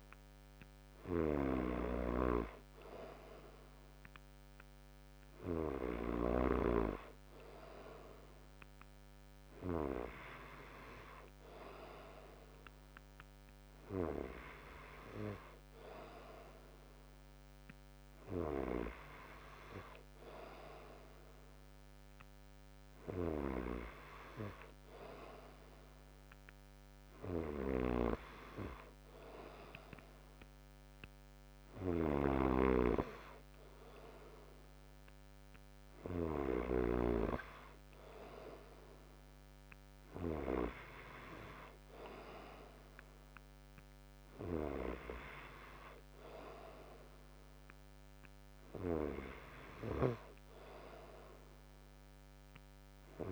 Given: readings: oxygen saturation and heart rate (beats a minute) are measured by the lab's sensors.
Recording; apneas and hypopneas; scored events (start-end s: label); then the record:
breathing in sleep by a microphone on the trachea; none
1.00-6.50 s: snoring (device-marked)
27.50-37.00 s: snoring (device-marked)
From the record:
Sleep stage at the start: N2 (light sleep); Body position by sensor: on the front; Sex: male